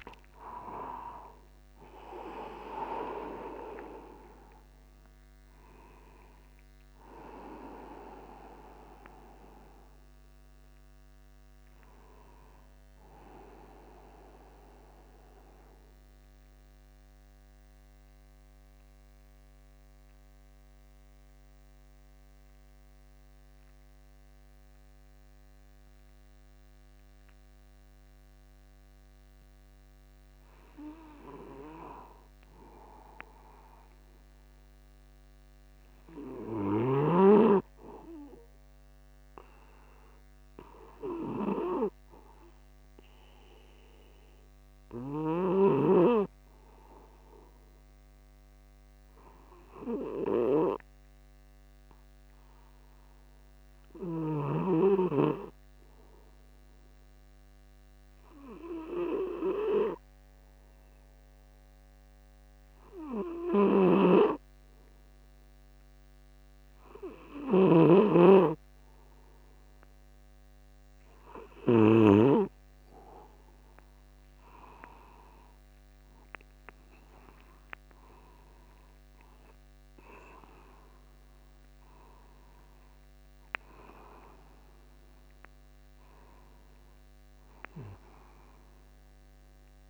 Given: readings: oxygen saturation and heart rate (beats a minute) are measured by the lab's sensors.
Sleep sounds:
breathing in sleep by a microphone on the trachea; 2
0.00-2.00 s: arousal
3.50-5.50 s: long interval between heartbeats (device-marked, heart rate 50 before, 78 extreme)
15.00-30.50 s: central apnea (oxygen 96% before, 92% lowest, heart rate 60 before, 48 extreme, up 0 after)
33.00-36.00 s: arousal
37.00-46.00 s: snoring (device-marked)
41.50-71.00 s: obstructive apnea (oxygen 98% before, 94% lowest, heart rate 50 before, 49 extreme, up 2 after)
64.00-72.50 s: snoring (device-marked)
65.00-67.00 s: long interval between heartbeats (device-marked, heart rate 49 before, 59 extreme)
73.50-78.00 s: arousal
83.00-85.00 s: long interval between heartbeats (device-marked, heart rate 53 before, 58 extreme)
From the record:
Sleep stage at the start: N2 (light sleep); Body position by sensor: upright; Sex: male

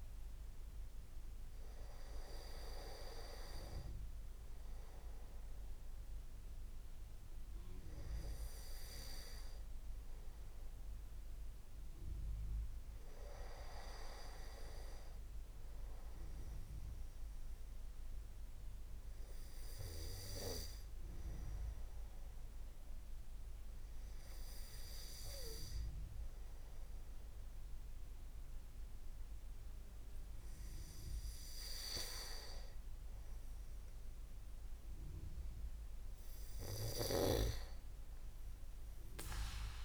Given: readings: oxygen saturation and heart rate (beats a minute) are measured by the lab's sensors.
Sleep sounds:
breathing in sleep by a room microphone; 1
18.00-31.00 s: obstructive apnea (oxygen 97% before, 93% lowest)
33.50-37.00 s: arousal
From the record:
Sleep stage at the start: N2 (light sleep); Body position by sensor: on the back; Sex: male

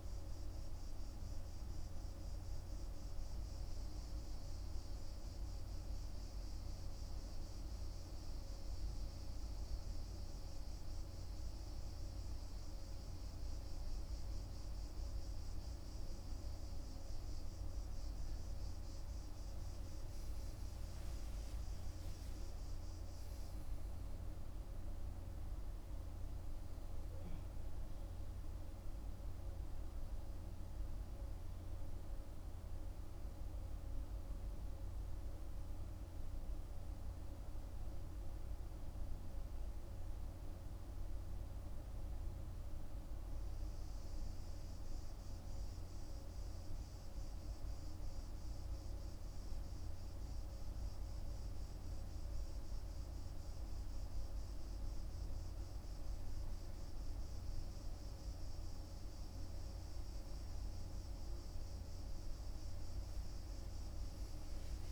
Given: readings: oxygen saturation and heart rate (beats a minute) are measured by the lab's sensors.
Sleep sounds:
breathing in sleep, hard to hear, by a room microphone; 2
0.00-2.50 s: oxygen desaturation (device-marked, oxygen 94% lowest, heart rate 48 extreme)
2.50-15.50 s: obstructive apnea (oxygen 98% before, 94% lowest, heart rate 56 before, 46 extreme, up 13 after)
17.50-22.00 s: arousal
24.50-41.50 s: oxygen desaturation (device-marked, oxygen 98% before, 94% lowest, heart rate 51 before, 46 extreme)
36.50-57.50 s: hypopnea (oxygen 98% before, 94% lowest, heart rate 52 before, 45 extreme, up 10 after)
59.50-64.92 s: oxygen desaturation (device-marked, oxygen 98% before, 94% lowest, heart rate 49 before, 45 extreme)
62.00-64.92 s: arousal
From the record:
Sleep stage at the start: N2 (light sleep); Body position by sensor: on the back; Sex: male

